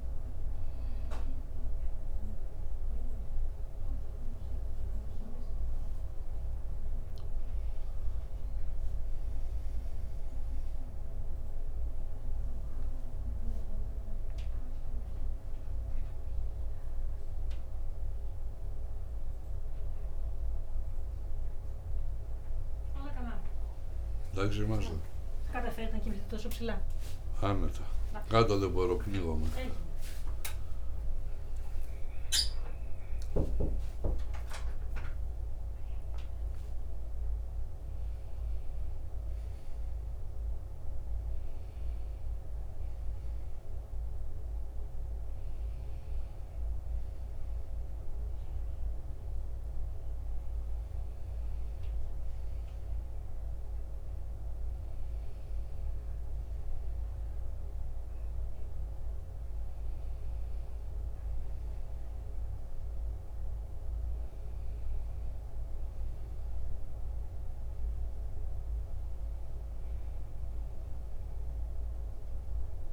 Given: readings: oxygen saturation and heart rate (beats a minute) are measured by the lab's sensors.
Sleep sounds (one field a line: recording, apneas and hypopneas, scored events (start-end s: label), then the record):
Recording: a person partly awake in a sleep study, by a room microphone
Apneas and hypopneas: none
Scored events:
7.00-37.00 s: new sleep stage, awake
37.00-72.93 s: new sleep stage, N1 (lightest sleep)
From the record:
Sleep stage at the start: N2 (light sleep)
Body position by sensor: on the back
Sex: male